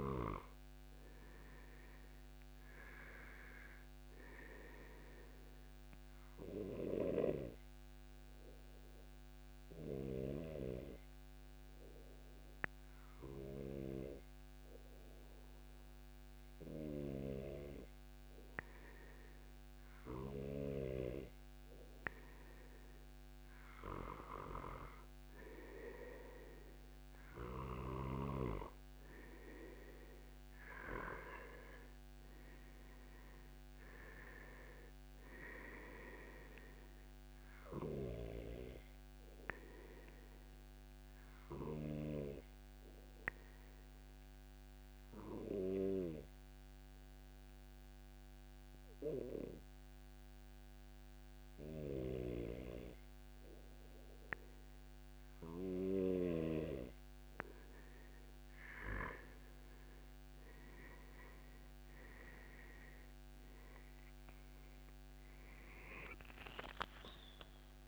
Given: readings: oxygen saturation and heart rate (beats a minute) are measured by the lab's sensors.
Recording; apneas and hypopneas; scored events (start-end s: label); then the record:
breathing in sleep by a microphone on the trachea; 1
41.00-56.00 s: obstructive apnea (oxygen 95% before, 91% lowest, heart rate 145 before, 120 extreme, up 27 after)
49.50-51.50 s: long interval between heartbeats (device-marked, heart rate 145 before, 126 extreme)
62.00-67.00 s: arousal
From the record:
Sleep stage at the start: N2 (light sleep); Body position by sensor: on the back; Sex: male